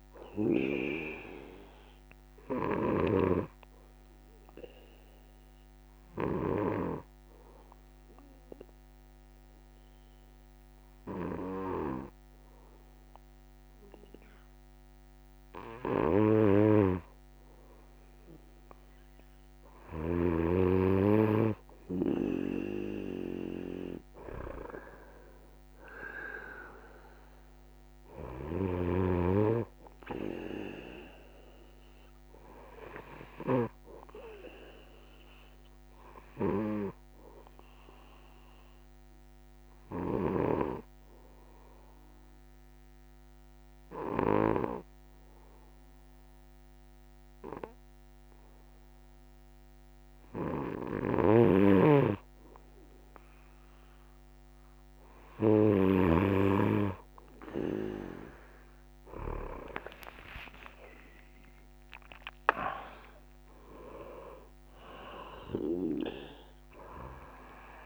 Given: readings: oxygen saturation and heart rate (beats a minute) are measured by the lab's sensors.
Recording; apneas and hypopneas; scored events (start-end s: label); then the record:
breathing in sleep by a microphone on the trachea; 2
0.00-13.00 s: oxygen desaturation (device-marked, oxygen 93% lowest)
1.00-15.00 s: obstructive apnea (oxygen 100% before, 90% lowest)
2.50-6.50 s: snoring (device-marked)
15.50-20.00 s: snoring (device-marked)
25.00-50.00 s: oxygen desaturation (device-marked, oxygen 98% before, 92% lowest)
28.00-33.50 s: snoring (device-marked)
36.50-51.00 s: hypopnea (oxygen 98% before, 90% lowest)
50.00-55.50 s: snoring (device-marked)
62.00-67.86 s: oxygen desaturation (device-marked, oxygen 97% before, 90% lowest)
From the record:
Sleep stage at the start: N2 (light sleep); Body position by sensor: on the back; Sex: male